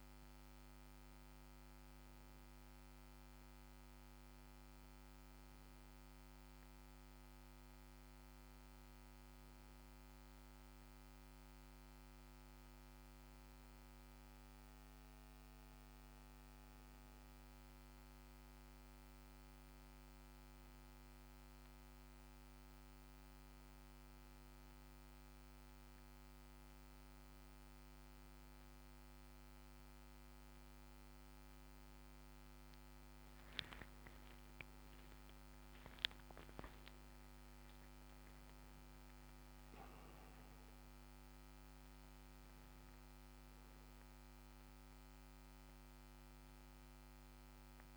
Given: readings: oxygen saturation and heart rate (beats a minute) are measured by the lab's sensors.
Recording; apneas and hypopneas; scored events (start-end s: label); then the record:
breathing in sleep, hard to hear, by a microphone on the trachea; none
34.00-40.50 s: arousal
From the record:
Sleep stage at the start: N1 (lightest sleep); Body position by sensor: on the back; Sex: male